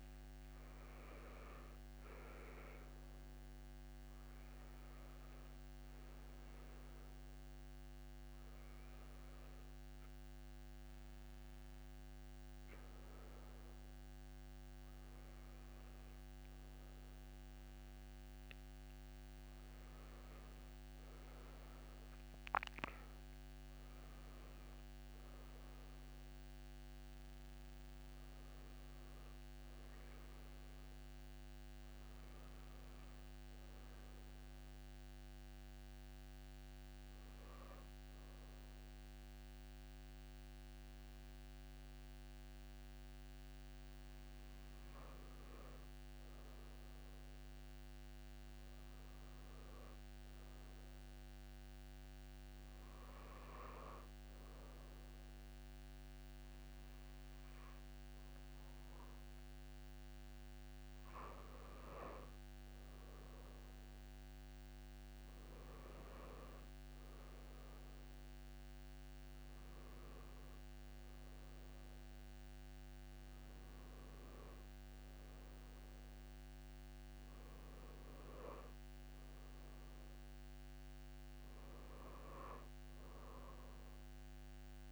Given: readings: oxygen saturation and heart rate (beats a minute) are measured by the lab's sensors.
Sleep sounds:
a person partly awake in a sleep study, hard to hear, by a microphone on the trachea; none
3.50-12.50 s: oxygen desaturation (device-marked, oxygen 98% before, 95% lowest)
16.50-46.50 s: new sleep stage, N1 (lightest sleep)
46.50-84.92 s: new sleep stage, N2 (light sleep)
From the record:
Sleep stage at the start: awake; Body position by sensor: on the back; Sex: female

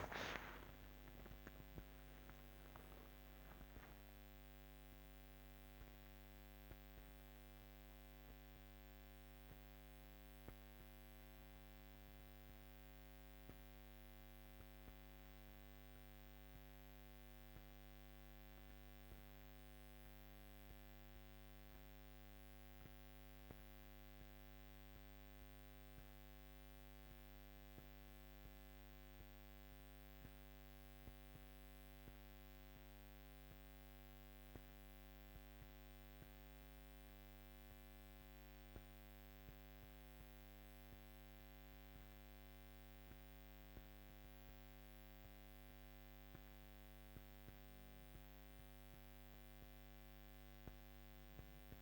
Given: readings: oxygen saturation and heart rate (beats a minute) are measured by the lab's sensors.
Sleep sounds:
breathing in sleep, hard to hear, by a microphone on the trachea; none
0.00-2.00 s: arousal
0.00-7.00 s: oxygen desaturation (device-marked, oxygen 96% before, 88% lowest, heart rate 61 before, 56 extreme)
From the record:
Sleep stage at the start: REM sleep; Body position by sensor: on the back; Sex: female

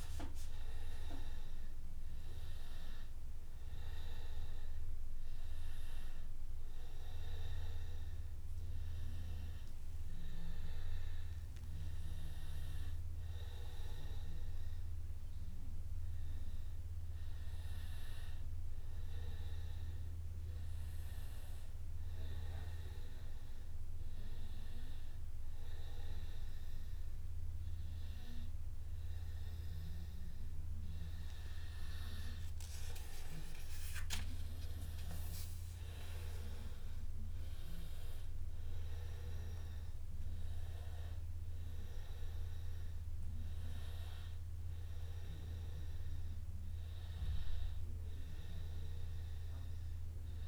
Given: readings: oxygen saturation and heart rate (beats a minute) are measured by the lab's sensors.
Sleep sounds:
breathing in sleep by a room microphone; none
18.50-50.48 s: new sleep stage, N2 (light sleep)
From the record:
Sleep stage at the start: N1 (lightest sleep); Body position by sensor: on the back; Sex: male

